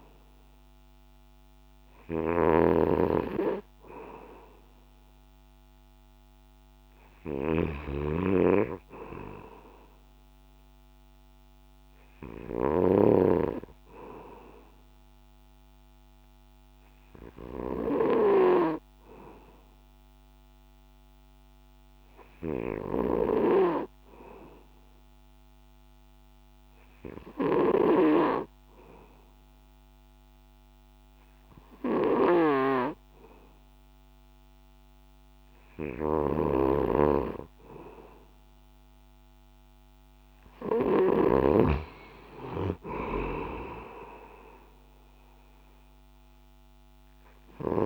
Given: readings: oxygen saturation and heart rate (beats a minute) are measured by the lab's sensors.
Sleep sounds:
breathing in sleep by a microphone on the trachea; 1
0.00-13.00 s: snoring (device-marked)
17.50-37.00 s: hypopnea (oxygen 95% before, 93% lowest, heart rate 65 before, 61 extreme, up 3 after)
36.00-41.50 s: snoring (device-marked)
40.50-44.00 s: arousal
From the record:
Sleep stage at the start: N2 (light sleep); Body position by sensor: on the back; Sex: male

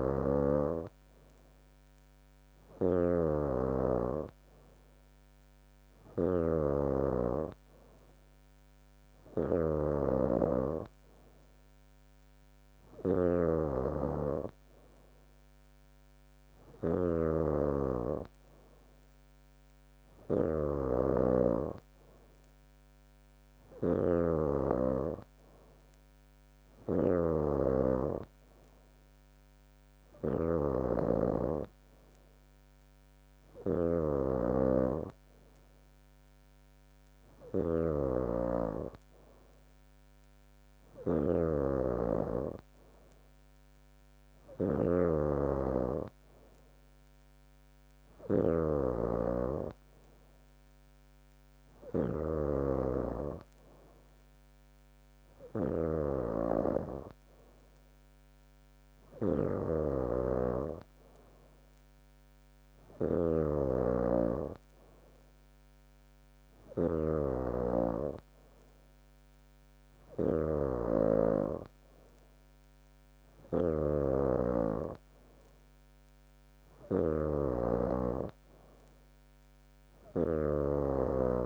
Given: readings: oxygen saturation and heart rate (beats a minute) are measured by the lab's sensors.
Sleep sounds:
breathing in sleep by a microphone on the trachea; none
0.00-81.46 s: snoring (device-marked)
4.50-6.50 s: long interval between heartbeats (device-marked, heart rate 74 before, 96 extreme)
8.50-81.46 s: new sleep stage, N3 (deep sleep)
26.50-28.50 s: long interval between heartbeats (device-marked, heart rate 75 before, 79 extreme)
From the record:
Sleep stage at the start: N2 (light sleep); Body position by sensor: on the back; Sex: female

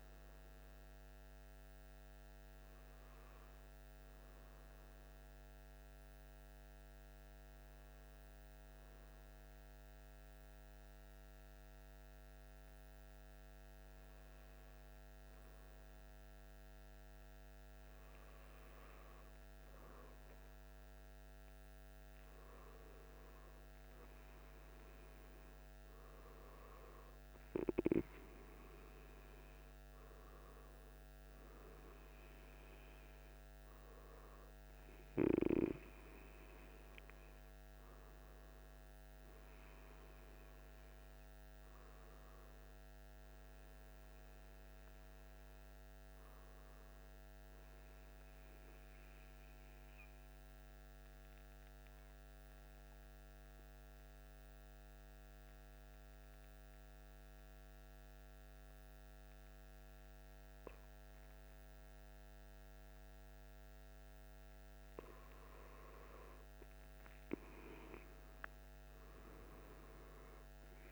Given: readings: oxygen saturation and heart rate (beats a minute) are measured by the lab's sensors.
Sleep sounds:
breathing in sleep, hard to hear, by a microphone on the trachea; 2
0.00-3.00 s: oxygen desaturation (device-marked, oxygen 95% lowest, heart rate 53 extreme)
4.00-20.00 s: hypopnea (oxygen 99% before, 96% lowest, heart rate 60 before, 53 extreme, up 2 after)
12.00-70.92 s: new sleep stage, N2 (light sleep)
22.00-27.00 s: arousal
49.00-65.50 s: mixed apnea (oxygen 99% before, 96% lowest, heart rate 54 before, 52 extreme, up 7 after)
From the record:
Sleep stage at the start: N1 (lightest sleep); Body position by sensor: on the back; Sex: male

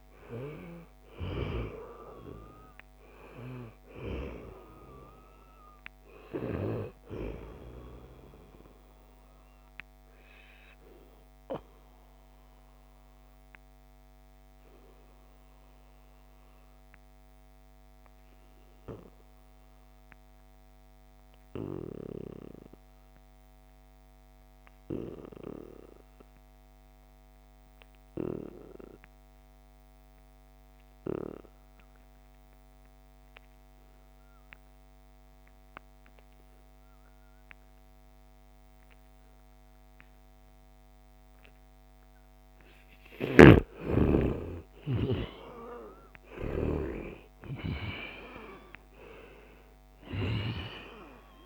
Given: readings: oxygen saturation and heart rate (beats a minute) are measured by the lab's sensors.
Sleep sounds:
breathing in sleep by a microphone on the trachea; 1
0.00-21.00 s: oxygen desaturation (device-marked, oxygen 88% lowest, heart rate 69 extreme)
9.00-42.50 s: obstructive apnea (oxygen 97% before, 87% lowest, heart rate 76 before, 69 extreme, up 15 after)
39.00-51.46 s: oxygen desaturation (device-marked, oxygen 97% before, 87% lowest, heart rate 73 before, 69 extreme)
44.00-49.00 s: arousal
48.50-50.50 s: long interval between heartbeats (device-marked, heart rate 71 before, 79 extreme)
From the record:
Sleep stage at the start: N2 (light sleep); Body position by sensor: on the back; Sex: male

